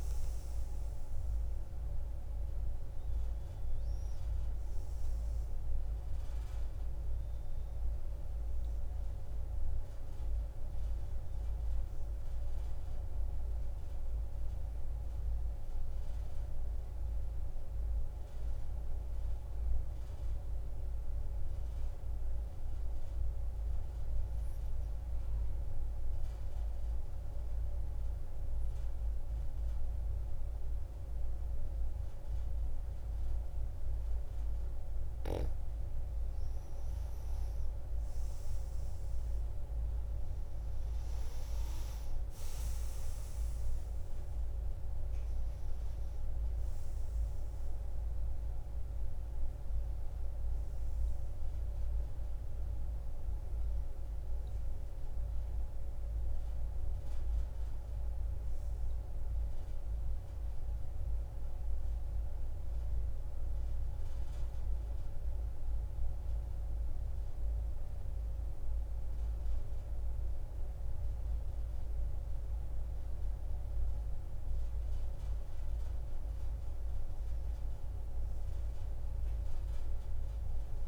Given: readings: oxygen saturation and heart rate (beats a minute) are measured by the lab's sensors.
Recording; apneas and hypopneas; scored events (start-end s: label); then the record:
breathing in sleep, hard to hear, by a room microphone; 2
0.00-2.50 s: oxygen desaturation (device-marked, oxygen 91% lowest)
12.50-16.00 s: arousal
18.00-35.00 s: mixed apnea (oxygen 93% before, 86% lowest)
37.50-42.00 s: arousal
37.50-73.50 s: oxygen desaturation (device-marked, oxygen 96% before, 86% lowest)
64.00-76.00 s: central apnea (oxygen 95% before, 87% lowest)
77.50-80.88 s: arousal
From the record:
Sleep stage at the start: N2 (light sleep); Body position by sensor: on the back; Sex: female